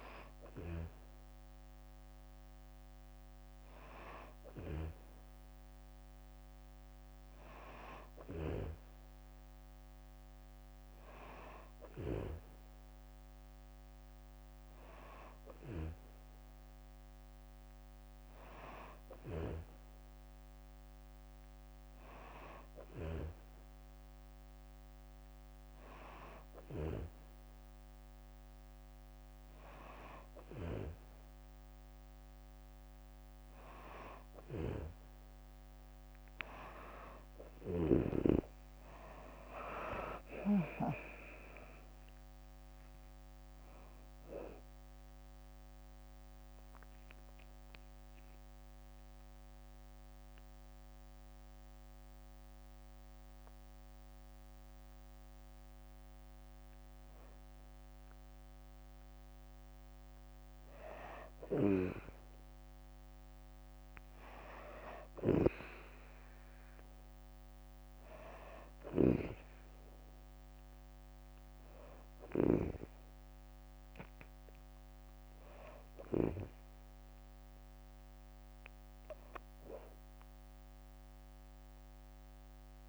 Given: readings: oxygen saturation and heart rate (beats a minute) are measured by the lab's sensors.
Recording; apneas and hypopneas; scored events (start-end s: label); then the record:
breathing in sleep by a microphone on the trachea; 1
34.00-40.50 s: snoring (device-marked)
36.50-38.50 s: long interval between heartbeats (device-marked, heart rate 70 before, 88 extreme)
37.00-40.00 s: arousal
40.00-42.00 s: drop in pulse transit time (device-marked, heart rate 75 before, 97 extreme)
42.50-44.50 s: long interval between heartbeats (device-marked, heart rate 77 before, 90 extreme)
44.00-57.00 s: drop in pulse transit time (device-marked, heart rate 80 before, 66 extreme)
46.00-57.00 s: obstructive apnea (oxygen 94% before, 92% lowest, heart rate 82 before, 66 extreme, up 2 after)
59.50-62.50 s: arousal
61.00-72.50 s: snoring (device-marked)
70.00-80.00 s: oxygen desaturation (device-marked, oxygen 98% before, 94% lowest, heart rate 67 before, 67 extreme)
From the record:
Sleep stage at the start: N2 (light sleep); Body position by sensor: on the back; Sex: female